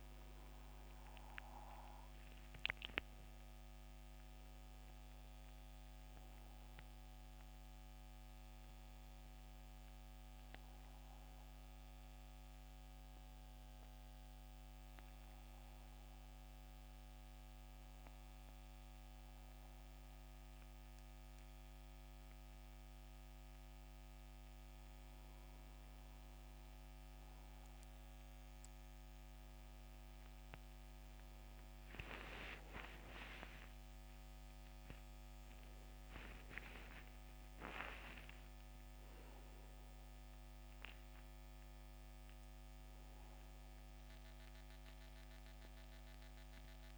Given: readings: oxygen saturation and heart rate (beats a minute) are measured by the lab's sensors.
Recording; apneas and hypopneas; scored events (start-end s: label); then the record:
breathing in sleep by a microphone on the trachea; 1
0.00-4.50 s: arousal
0.00-20.00 s: oxygen desaturation (device-marked, oxygen 88% lowest, heart rate 74 extreme)
15.00-25.00 s: hypopnea (oxygen 93% before, 89% lowest, heart rate 82 before, 74 extreme, up 6 after)
28.00-33.50 s: arousal
34.00-46.98 s: oxygen desaturation (device-marked, oxygen 93% before, 89% lowest, heart rate 77 before, 72 extreme)
From the record:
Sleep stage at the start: N2 (light sleep); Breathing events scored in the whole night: 210 in 3.7 hours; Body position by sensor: on the back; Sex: male